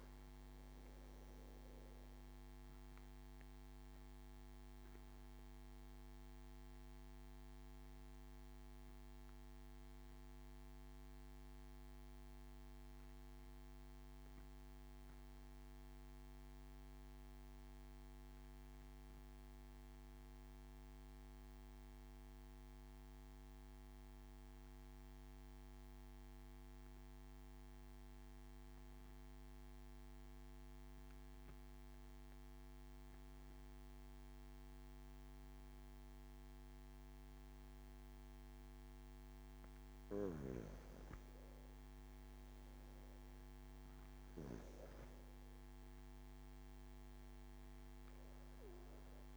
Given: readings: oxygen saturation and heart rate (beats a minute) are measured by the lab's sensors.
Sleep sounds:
breathing in sleep, hard to hear, by a microphone on the trachea; 1
0.00-18.50 s: oxygen desaturation (device-marked, oxygen 90% lowest)
4.50-39.00 s: obstructive apnea (oxygen 97% before, 90% lowest)
36.50-49.37 s: oxygen desaturation (device-marked, oxygen 97% before, 91% lowest)
40.50-44.00 s: arousal
From the record:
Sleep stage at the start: N2 (light sleep); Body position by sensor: on the back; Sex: male

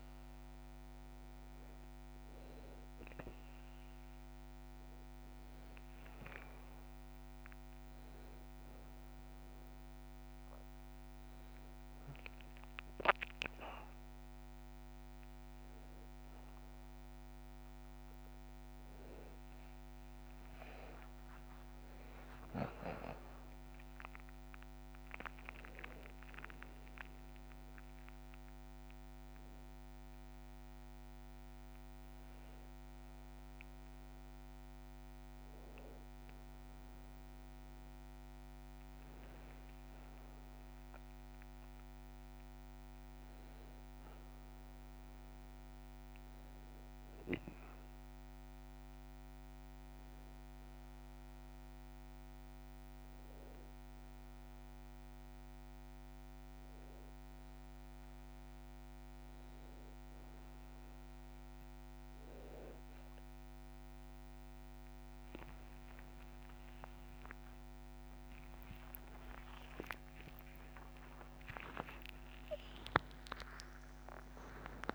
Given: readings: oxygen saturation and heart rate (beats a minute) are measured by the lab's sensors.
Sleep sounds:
a person awake in a sleep study, by a microphone on the trachea; none
6.00-74.95 s: new sleep stage, awake
39.00-43.00 s: tachycardia (device-marked, heart rate 56 before, 101 extreme)
39.50-41.50 s: long interval between heartbeats (device-marked, heart rate 68 before, 72 extreme)
42.50-44.50 s: long interval between heartbeats (device-marked, heart rate 70 before, 101 extreme)
65.00-74.00 s: tachycardia (device-marked, heart rate 57 before, 144 extreme)
66.00-68.00 s: long interval between heartbeats (device-marked, heart rate 68 before, 88 extreme)
69.00-71.00 s: long interval between heartbeats (device-marked, heart rate 70 before, 119 extreme)
71.50-73.50 s: long interval between heartbeats (device-marked, heart rate 76 before, 138 extreme)
From the record:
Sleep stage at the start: N2 (light sleep); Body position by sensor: on the back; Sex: male

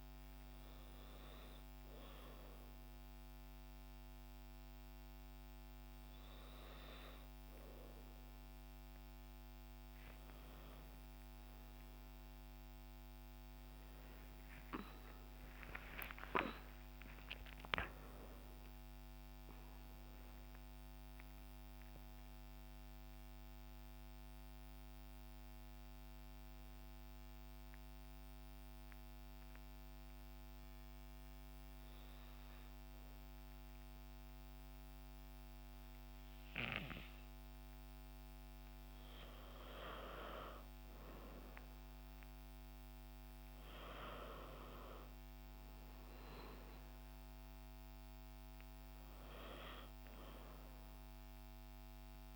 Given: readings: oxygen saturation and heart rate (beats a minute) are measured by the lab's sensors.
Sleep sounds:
breathing in sleep by a microphone on the trachea; 1
15.00-19.50 s: arousal
22.00-37.50 s: hypopnea (oxygen 94% before, 90% lowest, heart rate 65 before, 52 extreme, up 4 after)
40.00-44.00 s: arousal
48.00-52.36 s: oxygen desaturation (device-marked, oxygen 97% before, 90% lowest, heart rate 55 before, 51 extreme)
From the record:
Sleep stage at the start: N2 (light sleep); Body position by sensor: on the back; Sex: female

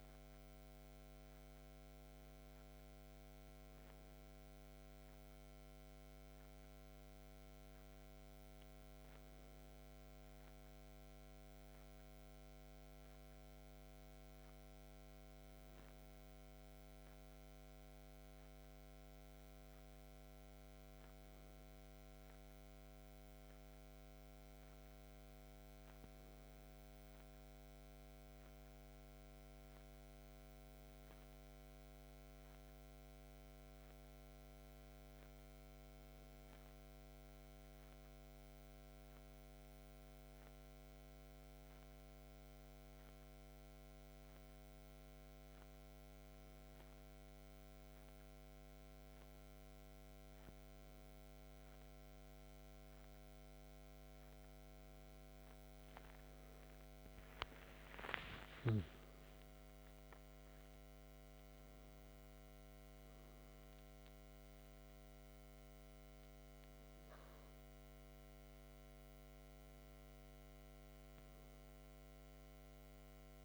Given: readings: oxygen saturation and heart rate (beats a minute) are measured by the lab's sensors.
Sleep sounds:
breathing in sleep, hard to hear, by a microphone on the trachea; none
57.00-62.00 s: arousal
From the record:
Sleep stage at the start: N2 (light sleep); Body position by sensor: on the back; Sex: male

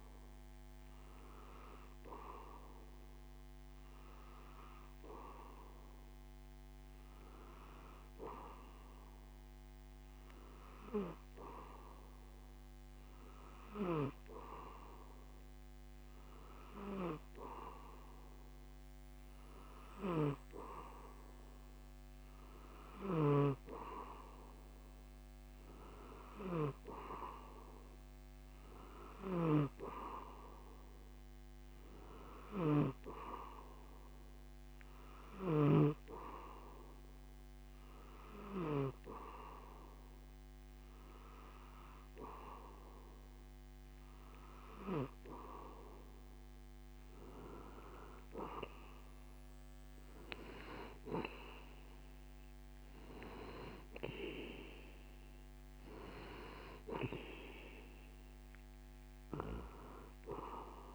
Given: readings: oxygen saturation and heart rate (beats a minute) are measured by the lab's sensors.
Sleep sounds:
breathing in sleep by a microphone on the trachea; none
none scored
From the record:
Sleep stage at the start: N2 (light sleep); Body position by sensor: on the back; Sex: male

